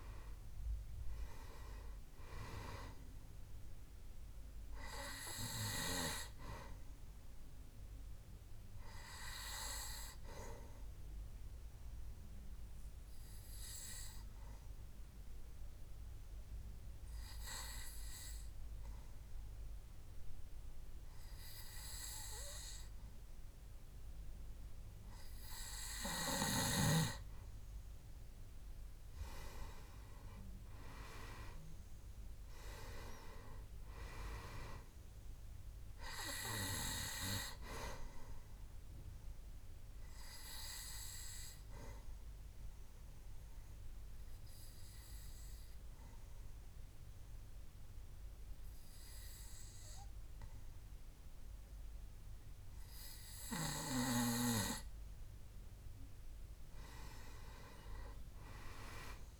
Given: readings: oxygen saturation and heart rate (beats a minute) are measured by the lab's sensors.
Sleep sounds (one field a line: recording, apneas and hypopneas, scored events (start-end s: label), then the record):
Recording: breathing in sleep by a room microphone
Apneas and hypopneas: 2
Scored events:
4.00-21.00 s: oxygen desaturation (device-marked, oxygen 98% before, 92% lowest, heart rate 69 before, 66 extreme)
11.00-26.00 s: obstructive apnea (oxygen 98% before, 91% lowest, heart rate 69 before, 66 extreme, up 5 after)
29.00-32.00 s: arousal
32.00-56.00 s: oxygen desaturation (device-marked, oxygen 98% before, 92% lowest, heart rate 67 before, 63 extreme)
40.50-55.00 s: obstructive apnea (oxygen 98% before, 91% lowest, heart rate 68 before, 63 extreme, up 3 after)
58.00-59.40 s: arousal
From the record:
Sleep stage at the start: N2 (light sleep)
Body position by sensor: on the back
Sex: male